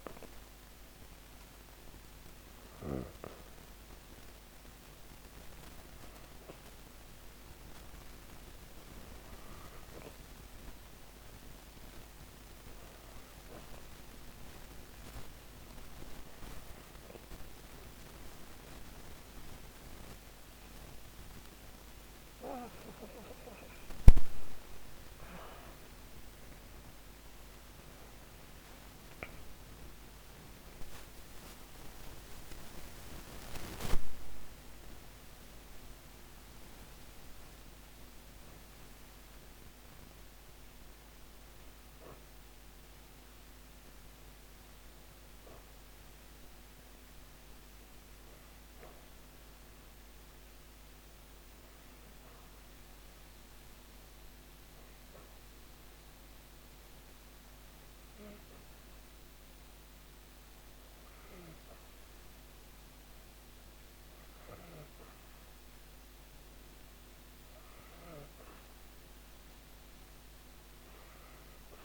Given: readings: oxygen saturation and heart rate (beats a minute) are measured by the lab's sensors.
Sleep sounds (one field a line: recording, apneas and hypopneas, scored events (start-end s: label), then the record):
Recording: breathing in sleep by a microphone on the trachea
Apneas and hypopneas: none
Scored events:
20.50-26.00 s: arousal
From the record:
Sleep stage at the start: N2 (light sleep)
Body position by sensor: on the back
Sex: female